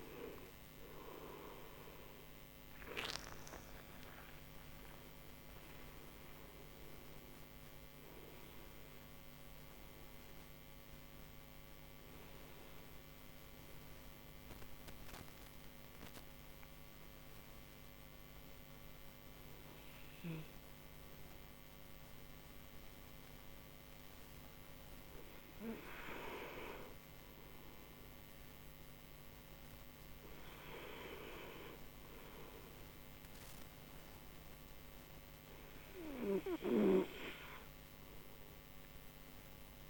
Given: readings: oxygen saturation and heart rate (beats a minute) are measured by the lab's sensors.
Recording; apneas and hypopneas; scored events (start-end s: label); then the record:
breathing in sleep by a microphone on the trachea; 1
1.00-6.00 s: arousal
13.00-25.00 s: hypopnea (oxygen 95% before, 92% lowest)
15.00-27.00 s: tachycardia (device-marked, heart rate 39 before, 194 extreme)
27.50-31.00 s: arousal
From the record:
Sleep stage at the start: N2 (light sleep); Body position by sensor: on the right side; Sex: male